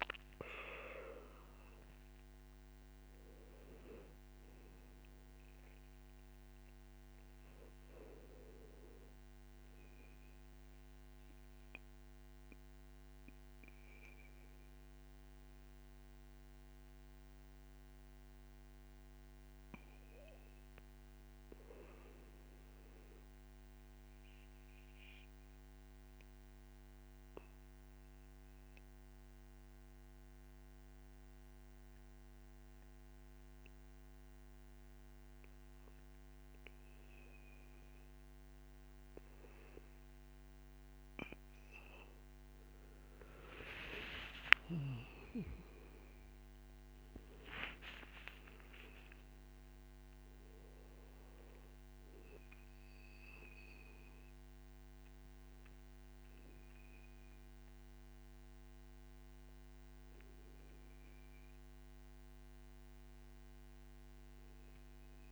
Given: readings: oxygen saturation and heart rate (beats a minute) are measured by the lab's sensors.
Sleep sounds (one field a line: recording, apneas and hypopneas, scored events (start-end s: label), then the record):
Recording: breathing in sleep by a microphone on the trachea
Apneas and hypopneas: 1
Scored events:
22.00-25.00 s: arousal
27.00-40.50 s: obstructive apnea (oxygen 99% before, 91% lowest, heart rate 59 before, 56 extreme, up 7 after)
32.50-43.50 s: oxygen desaturation (device-marked, oxygen 99% before, 96% lowest, heart rate 57 before, 56 extreme)
44.00-48.00 s: arousal
57.50-65.32 s: oxygen desaturation (device-marked, oxygen 97% before, 91% lowest, heart rate 61 before, 58 extreme)
From the record:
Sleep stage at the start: REM sleep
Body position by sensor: on the back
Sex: male